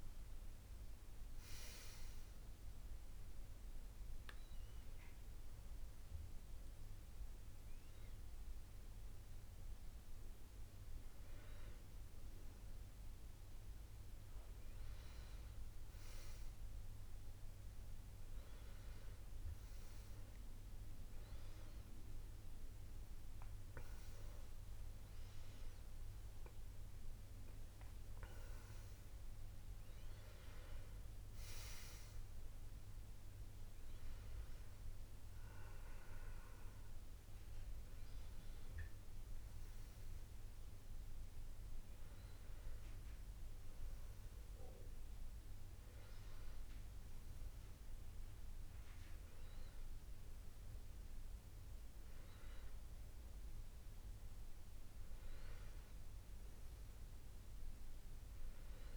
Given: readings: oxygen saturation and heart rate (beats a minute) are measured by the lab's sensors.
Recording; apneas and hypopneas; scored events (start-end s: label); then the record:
a person awake in a sleep study, hard to hear, by a room microphone; none
none scored
From the record:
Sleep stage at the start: awake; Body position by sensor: on the back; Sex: male